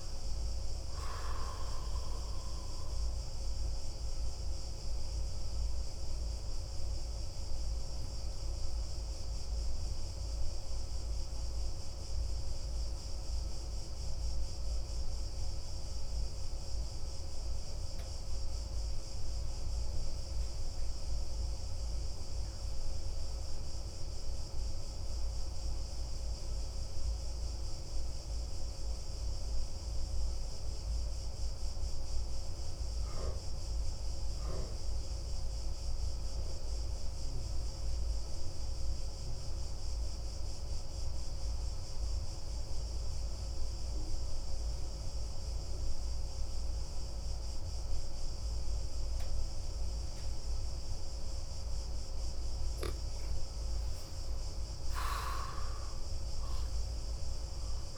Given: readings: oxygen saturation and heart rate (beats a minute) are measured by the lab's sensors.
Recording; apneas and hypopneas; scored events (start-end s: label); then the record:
breathing in sleep, hard to hear, by a room microphone; 1
0.00-28.50 s: oxygen desaturation (device-marked, oxygen 85% lowest)
2.00-51.00 s: obstructive apnea (oxygen 94% before, 85% lowest)
53.00-57.50 s: arousal
53.50-57.97 s: oxygen desaturation (device-marked, oxygen 96% before, 87% lowest)
From the record:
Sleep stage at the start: N2 (light sleep); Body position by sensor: on the back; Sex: male